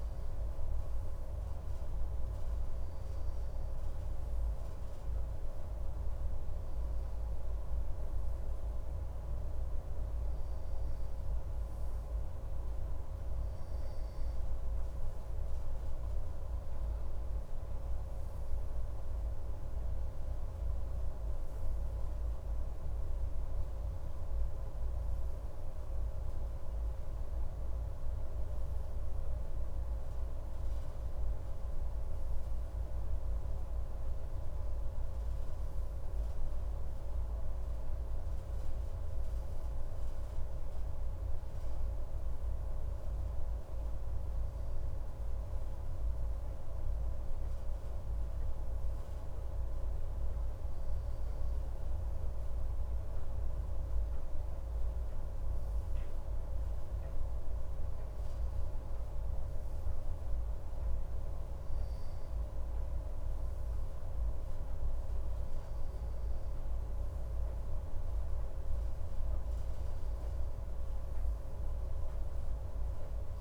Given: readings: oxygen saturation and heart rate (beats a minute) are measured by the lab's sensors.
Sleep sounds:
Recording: breathing in sleep, hard to hear, by a room microphone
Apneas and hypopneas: none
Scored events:
29.50-34.50 s: arousal
From the record:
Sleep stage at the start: N2 (light sleep)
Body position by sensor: on the left side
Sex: male

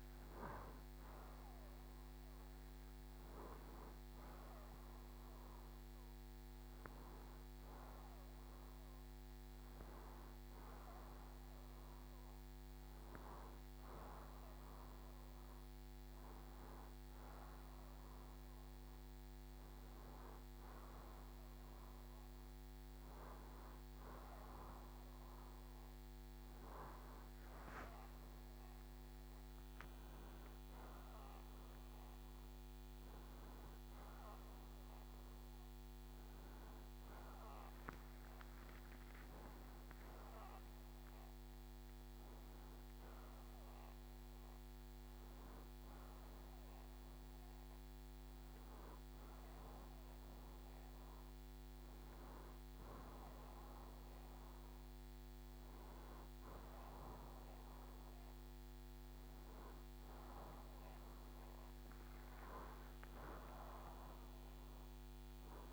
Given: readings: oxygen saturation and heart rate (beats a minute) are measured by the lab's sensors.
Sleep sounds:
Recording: breathing in sleep by a microphone on the trachea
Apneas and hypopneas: none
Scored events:
0.00-3.00 s: oxygen desaturation (device-marked, oxygen 91% lowest, heart rate 76 extreme)
33.50-39.00 s: arousal
52.00-64.00 s: oxygen desaturation (device-marked, oxygen 94% before, 90% lowest, heart rate 78 before, 66 extreme)
From the record:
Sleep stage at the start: N1 (lightest sleep)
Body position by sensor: on the right side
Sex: male

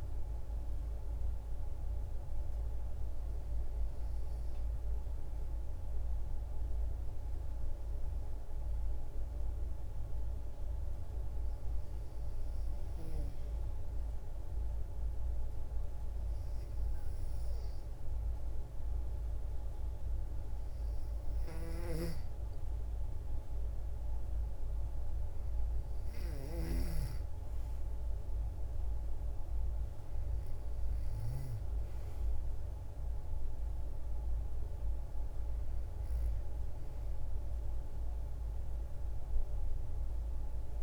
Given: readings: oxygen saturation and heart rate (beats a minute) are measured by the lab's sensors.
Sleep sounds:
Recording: breathing in sleep, hard to hear, by a room microphone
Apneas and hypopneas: 1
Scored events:
4.50-20.50 s: hypopnea (oxygen 97% before, 90% lowest, heart rate 57 before, 54 extreme, up 2 after)
21.50-27.00 s: snoring (device-marked)
22.50-26.00 s: arousal
24.00-40.83 s: oxygen desaturation (device-marked, oxygen 94% before, 90% lowest, heart rate 59 before, 53 extreme)
From the record:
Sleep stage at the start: N2 (light sleep)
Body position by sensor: on the back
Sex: female

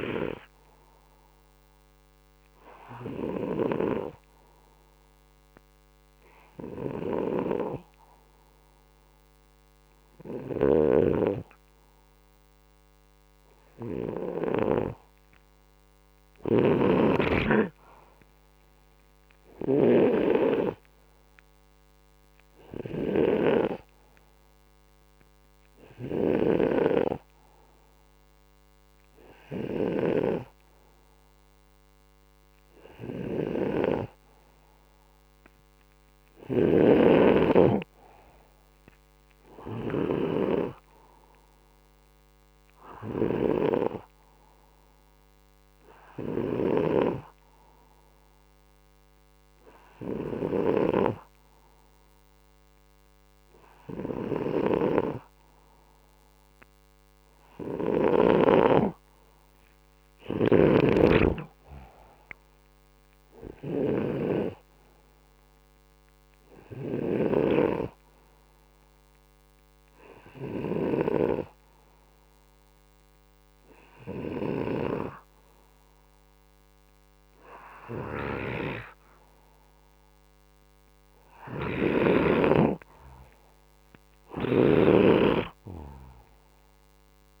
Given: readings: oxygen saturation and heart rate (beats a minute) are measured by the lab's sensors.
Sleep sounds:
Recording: breathing in sleep by a microphone on the trachea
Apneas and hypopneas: none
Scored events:
10.50-30.00 s: snoring (device-marked)
36.00-40.00 s: snoring (device-marked)
54.00-58.00 s: snoring (device-marked)
60.00-70.50 s: snoring (device-marked)
84.00-87.40 s: snoring (device-marked)
From the record:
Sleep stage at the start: N2 (light sleep)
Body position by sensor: upright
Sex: male

